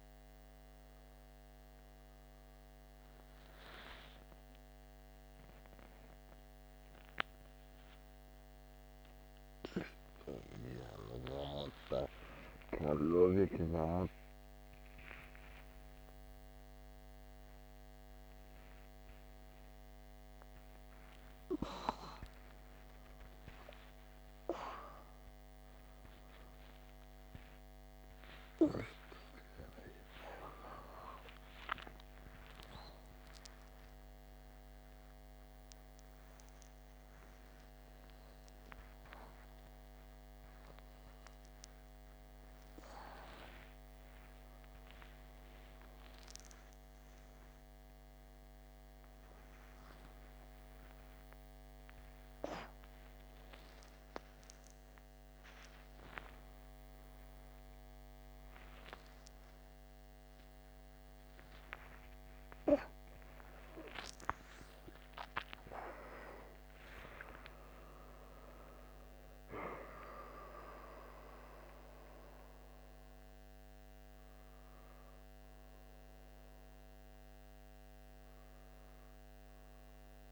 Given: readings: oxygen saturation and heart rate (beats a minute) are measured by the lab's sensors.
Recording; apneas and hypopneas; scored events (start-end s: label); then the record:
a person awake in a sleep study, by a microphone on the trachea; none
0.00-28.50 s: oxygen desaturation (device-marked, oxygen 90% lowest, heart rate 91 extreme)
From the record:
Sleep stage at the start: awake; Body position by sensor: on the back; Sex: male